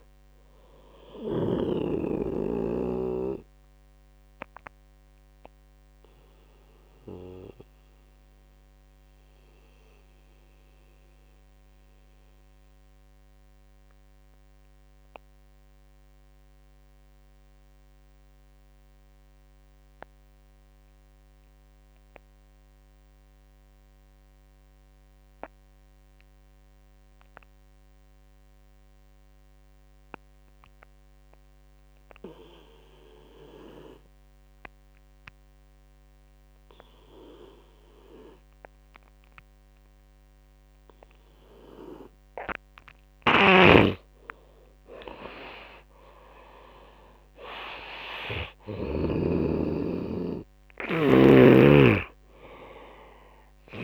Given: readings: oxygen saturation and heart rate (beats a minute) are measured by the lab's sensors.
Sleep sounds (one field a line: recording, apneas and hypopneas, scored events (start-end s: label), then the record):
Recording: breathing in sleep by a microphone on the trachea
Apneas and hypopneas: 1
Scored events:
0.00-1.00 s: snoring (device-marked)
0.00-18.00 s: oxygen desaturation (device-marked, oxygen 86% lowest)
3.50-38.00 s: mixed apnea (oxygen 100% before, 85% lowest)
37.00-53.84 s: oxygen desaturation (device-marked, oxygen 97% before, 85% lowest)
40.50-43.50 s: arousal
42.50-48.50 s: snoring (device-marked)
From the record:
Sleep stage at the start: N2 (light sleep)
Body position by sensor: on the right side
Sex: male